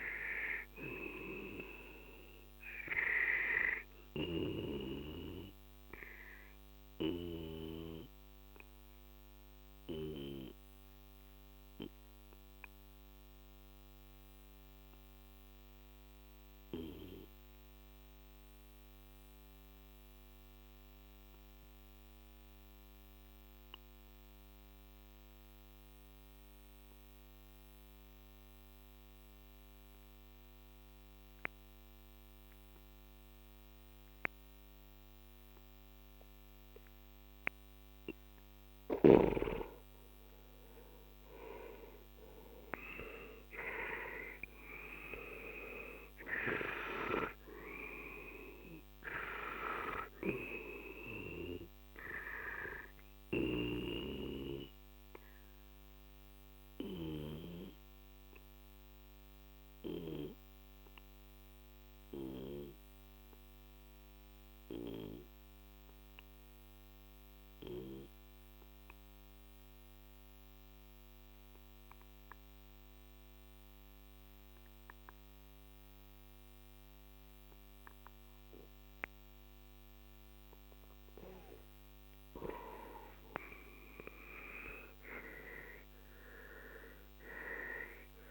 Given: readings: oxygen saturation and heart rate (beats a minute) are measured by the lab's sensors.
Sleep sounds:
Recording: breathing in sleep by a microphone on the trachea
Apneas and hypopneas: 2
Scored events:
0.00-16.00 s: oxygen desaturation (device-marked, oxygen 91% lowest, heart rate 40 extreme)
5.00-37.50 s: obstructive apnea (oxygen 98% before, 90% lowest, heart rate 53 before, 39 extreme, up 12 after)
31.00-68.00 s: oxygen desaturation (device-marked, oxygen 98% before, 90% lowest, heart rate 43 before, 39 extreme)
40.50-44.00 s: arousal
53.50-81.00 s: obstructive apnea (oxygen 98% before, 90% lowest, heart rate 55 before, 40 extreme, up 14 after)
83.00-87.00 s: arousal
84.00-88.31 s: oxygen desaturation (device-marked, oxygen 98% before, 91% lowest, heart rate 47 before, 40 extreme)
From the record:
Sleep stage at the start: N2 (light sleep)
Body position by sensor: on the left side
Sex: male

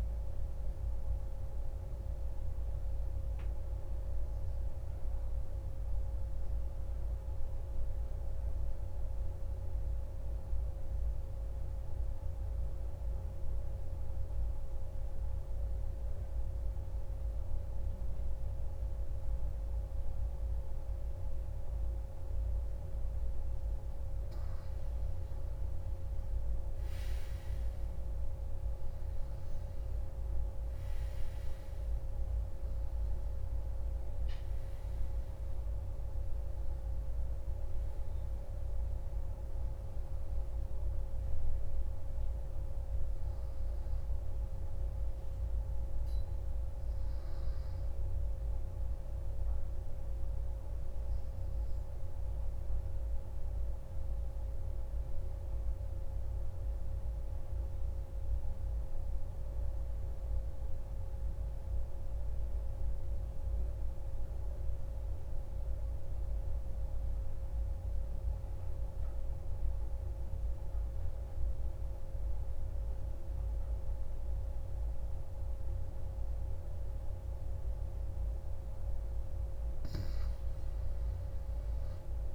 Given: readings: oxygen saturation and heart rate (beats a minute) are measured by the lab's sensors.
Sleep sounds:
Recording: breathing in sleep, hard to hear, by a room microphone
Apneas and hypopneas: 2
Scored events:
0.00-1.50 s: arousal
6.00-23.50 s: mixed apnea (oxygen 98% before, 92% lowest)
22.00-51.00 s: oxygen desaturation (device-marked, oxygen 97% before, 92% lowest)
25.00-29.50 s: arousal
51.00-77.00 s: mixed apnea (oxygen 96% before, 92% lowest)
76.00-82.35 s: oxygen desaturation (device-marked, oxygen 97% before, 92% lowest)
78.00-82.00 s: arousal
79.00-82.35 s: new sleep stage, N1 (lightest sleep)
From the record:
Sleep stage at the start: N2 (light sleep)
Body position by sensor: on the back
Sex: male

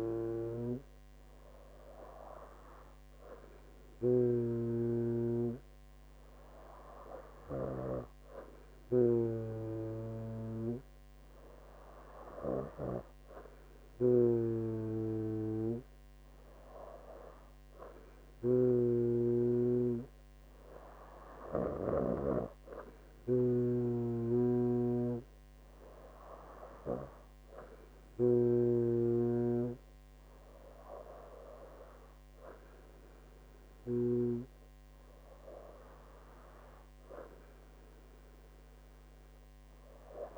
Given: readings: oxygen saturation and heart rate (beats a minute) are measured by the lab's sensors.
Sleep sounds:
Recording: breathing in sleep by a microphone on the trachea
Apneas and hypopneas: none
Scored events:
none scored
From the record:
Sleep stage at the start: N2 (light sleep)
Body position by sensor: on the right side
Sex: female

